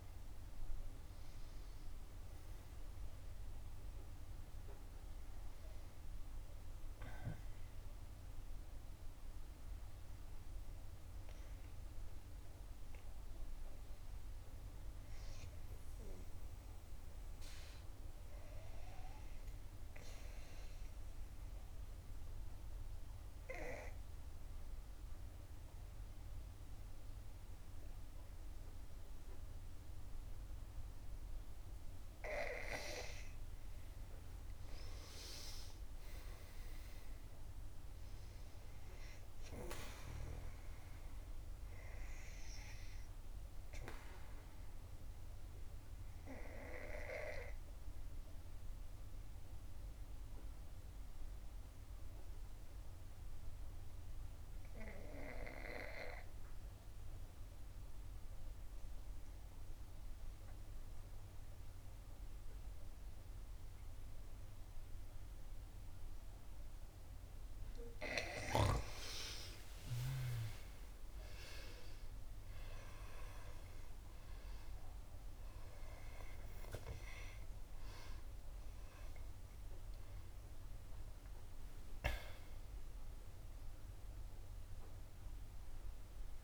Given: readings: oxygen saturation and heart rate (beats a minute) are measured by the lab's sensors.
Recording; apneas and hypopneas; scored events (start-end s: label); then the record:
breathing in sleep by a room microphone; 2
0.00-5.50 s: oxygen desaturation (device-marked, oxygen 68% lowest, heart rate 61 extreme)
7.50-17.50 s: oxygen desaturation (device-marked, oxygen 72% before, 65% lowest, heart rate 78 before, 69 extreme)
21.00-32.50 s: obstructive apnea (oxygen 97% before, 90% lowest, heart rate 77 before, 66 extreme, up 2 after)
34.00-39.00 s: arousal
43.50-58.50 s: oxygen desaturation (device-marked, oxygen 95% before, 91% lowest, heart rate 70 before, 65 extreme)
44.50-67.00 s: obstructive apnea (oxygen 97% before, 90% lowest, heart rate 70 before, 63 extreme, up 8 after)
69.00-74.00 s: arousal
70.50-86.44 s: oxygen desaturation (device-marked, oxygen 96% before, 90% lowest, heart rate 67 before, 61 extreme)
From the record:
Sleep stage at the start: N2 (light sleep); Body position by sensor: on the back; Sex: female